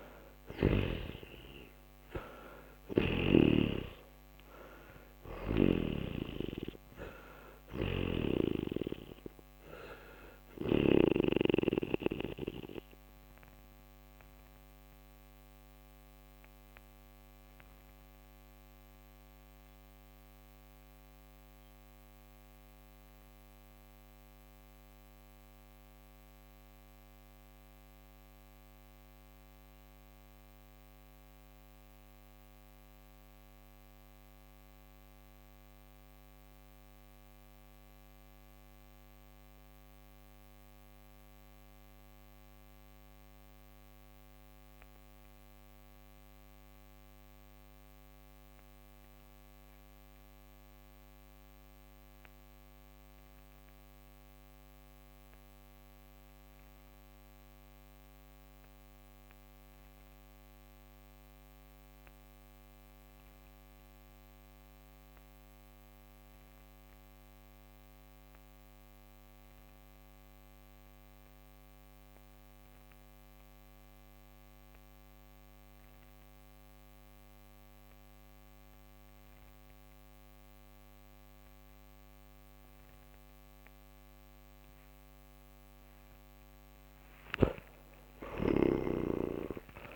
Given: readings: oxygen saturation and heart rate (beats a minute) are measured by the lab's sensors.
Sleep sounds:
breathing in sleep by a microphone on the trachea; 1
0.00-3.00 s: snoring (device-marked)
0.00-36.00 s: oxygen desaturation (device-marked, oxygen 83% lowest, heart rate 45 extreme)
13.00-85.50 s: mixed apnea (oxygen 95% before, 83% lowest, heart rate 66 before, 42 extreme, up 25 after)
79.00-89.95 s: oxygen desaturation (device-marked, oxygen 96% before, 84% lowest, heart rate 51 before, 44 extreme)
86.50-89.95 s: snoring (device-marked)
87.00-89.95 s: arousal
From the record:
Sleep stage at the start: N2 (light sleep); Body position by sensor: on the back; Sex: male

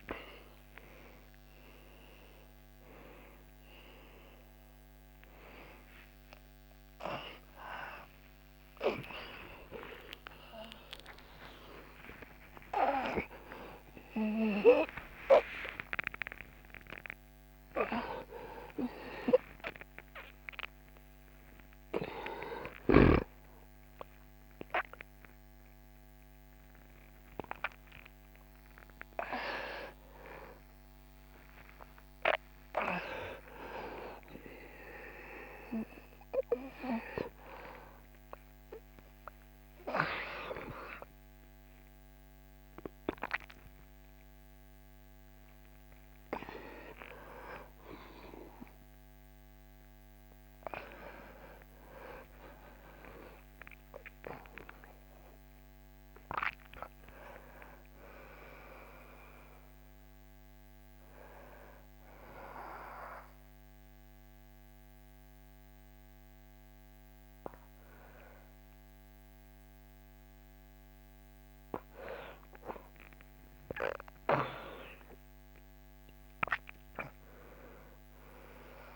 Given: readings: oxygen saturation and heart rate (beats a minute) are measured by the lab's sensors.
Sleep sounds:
a person awake in a sleep study, by a microphone on the trachea; none
0.00-11.00 s: oxygen desaturation (device-marked, oxygen 94% before, 88% lowest, heart rate 92 before, 94 extreme)
4.00-64.00 s: new sleep stage, awake
64.00-78.96 s: new sleep stage, N1 (lightest sleep)
From the record:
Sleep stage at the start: N2 (light sleep); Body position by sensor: on the back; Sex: male

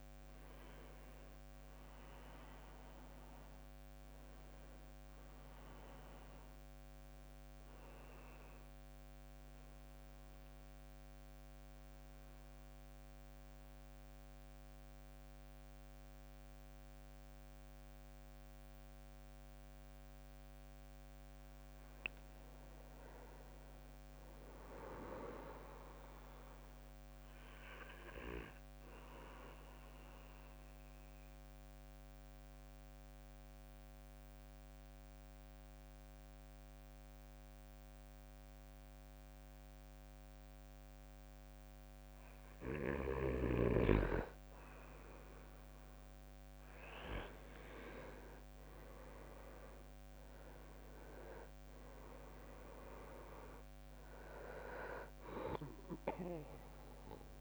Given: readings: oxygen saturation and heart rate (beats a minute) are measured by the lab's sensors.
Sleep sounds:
breathing in sleep by a microphone on the trachea; 2
0.00-18.00 s: oxygen desaturation (device-marked, oxygen 90% lowest, heart rate 52 extreme)
9.50-22.00 s: mixed apnea (oxygen 98% before, 90% lowest, heart rate 64 before, 52 extreme, up 10 after)
23.50-26.00 s: arousal
29.00-44.50 s: mixed apnea (oxygen 98% before, 90% lowest, heart rate 56 before, 54 extreme, up 9 after)
47.50-51.50 s: arousal
49.00-57.41 s: oxygen desaturation (device-marked, oxygen 97% before, 90% lowest, heart rate 61 before, 54 extreme)
From the record:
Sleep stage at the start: N2 (light sleep); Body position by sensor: on the back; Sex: male

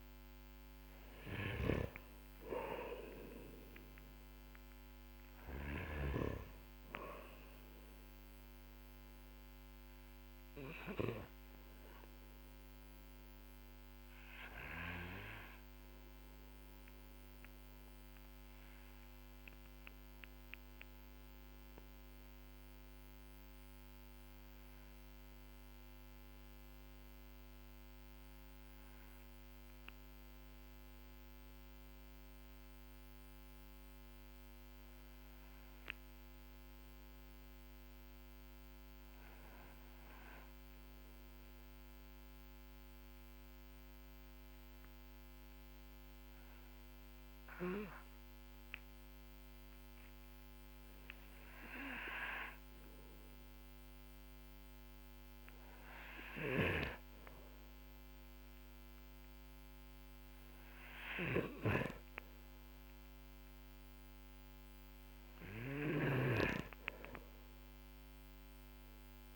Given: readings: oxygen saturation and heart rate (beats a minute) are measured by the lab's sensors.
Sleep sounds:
breathing in sleep by a microphone on the trachea; 1
0.00-5.50 s: snoring (device-marked)
8.00-37.00 s: oxygen desaturation (device-marked, oxygen 96% before, 91% lowest, heart rate 52 before, 45 extreme)
10.00-55.00 s: obstructive apnea (oxygen 98% before, 91% lowest, heart rate 52 before, 45 extreme)
57.00-61.50 s: arousal
65.00-69.36 s: snoring (device-marked)
From the record:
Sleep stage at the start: N2 (light sleep); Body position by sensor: on the back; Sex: male

